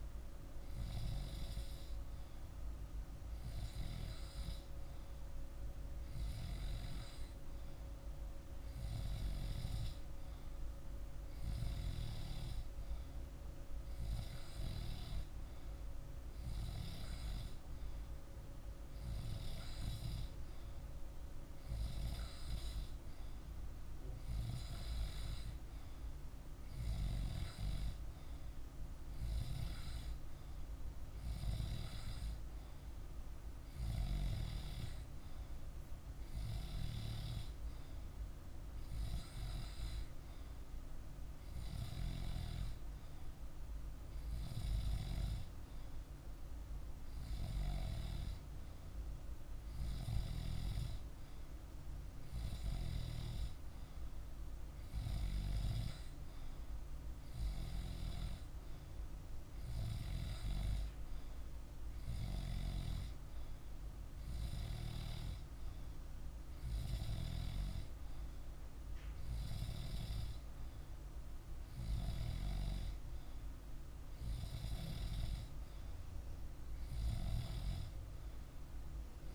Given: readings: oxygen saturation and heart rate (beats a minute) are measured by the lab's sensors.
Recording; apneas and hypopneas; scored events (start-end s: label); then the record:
breathing in sleep by a room microphone; none
none scored
From the record:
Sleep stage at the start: N2 (light sleep); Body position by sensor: on the back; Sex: male